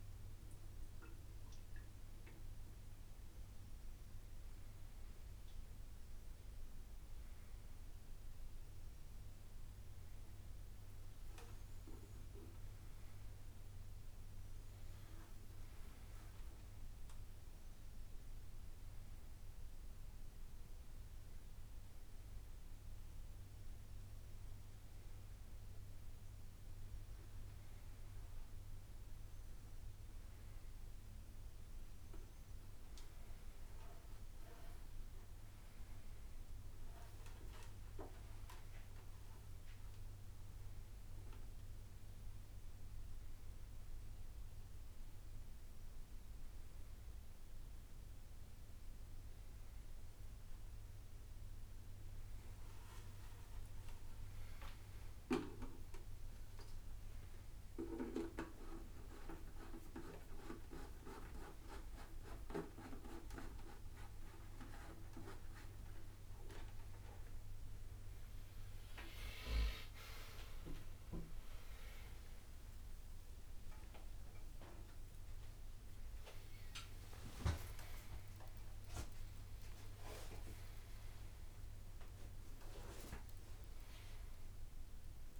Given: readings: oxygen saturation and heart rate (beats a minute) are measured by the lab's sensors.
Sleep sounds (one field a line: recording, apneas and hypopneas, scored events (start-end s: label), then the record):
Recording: a person awake in a sleep study, by a room microphone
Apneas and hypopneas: none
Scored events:
27.00 s: drop in pulse transit time (device-marked)
37.50-39.50 s: long interval between heartbeats (device-marked, heart rate 83 before, 93 extreme)
53.00-58.00 s: tachycardia (device-marked, heart rate 90 before, 109 extreme)
54.50-56.50 s: long interval between heartbeats (device-marked, heart rate 87 before, 88 extreme)
56.50-58.50 s: long interval between heartbeats (device-marked, heart rate 87 before, 108 extreme)
65.00-75.00 s: tachycardia (device-marked, heart rate 91 before, 159 extreme)
66.50-68.50 s: long interval between heartbeats (device-marked, heart rate 91 before, 92 extreme)
69.00-71.00 s: long interval between heartbeats (device-marked, heart rate 93 before, 117 extreme)
72.00-82.00 s: drop in pulse transit time (device-marked, heart rate 101 before, 85 extreme)
72.50-74.50 s: long interval between heartbeats (device-marked, heart rate 101 before, 147 extreme)
From the record:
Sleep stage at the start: awake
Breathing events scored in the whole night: 200 in 4.2 hours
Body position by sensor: upright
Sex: male